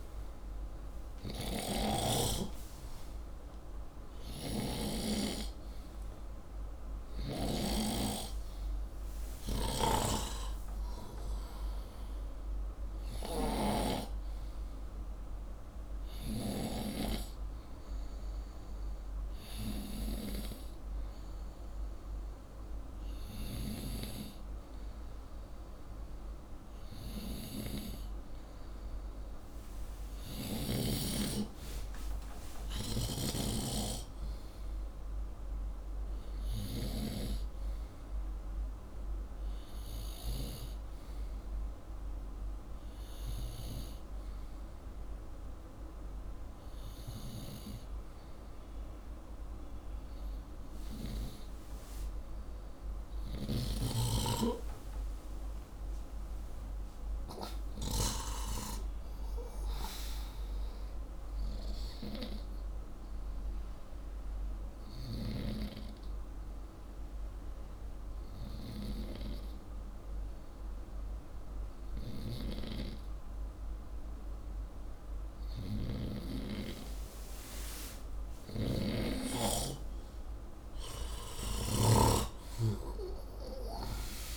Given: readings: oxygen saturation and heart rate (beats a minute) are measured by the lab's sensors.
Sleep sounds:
breathing in sleep by a room microphone; 1
1.00-7.50 s: snoring (device-marked)
3.00-8.00 s: arousal
9.50-13.50 s: snoring (device-marked)
54.50-58.00 s: arousal
63.00-74.00 s: hypopnea (oxygen 97% before, 93% lowest, heart rate 69 before, 67 extreme, up 4 after)
77.00-81.00 s: arousal
78.00-81.50 s: snoring (device-marked)
83.00-84.37 s: oxygen desaturation (device-marked, oxygen 96% before, 93% lowest, heart rate 70 before, 64 extreme)
From the record:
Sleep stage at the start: N2 (light sleep); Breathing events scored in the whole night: 218 in 4.9 hours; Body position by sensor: upright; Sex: male

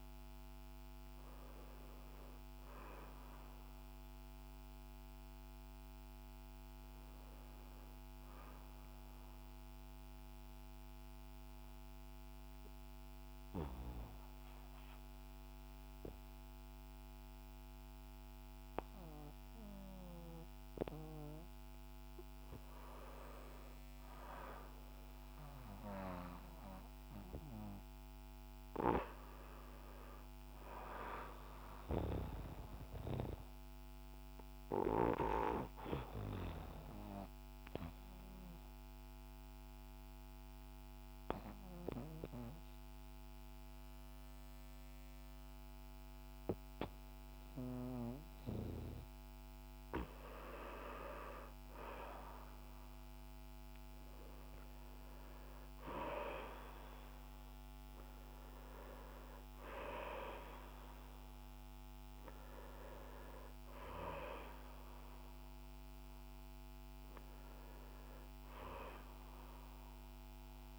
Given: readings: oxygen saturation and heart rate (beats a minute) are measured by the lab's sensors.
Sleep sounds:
breathing in sleep by a microphone on the trachea; 2
0.00-23.00 s: oxygen desaturation (device-marked, oxygen 89% lowest, heart rate 48 extreme)
9.50-21.50 s: mixed apnea (oxygen 94% before, 89% lowest, heart rate 58 before, 49 extreme, up 11 after)
24.50-29.50 s: arousal
37.00-49.00 s: obstructive apnea (oxygen 97% before, 89% lowest, heart rate 56 before, 49 extreme, up 5 after)
52.00-57.00 s: arousal
From the record:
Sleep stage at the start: N2 (light sleep); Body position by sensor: on the back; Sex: male

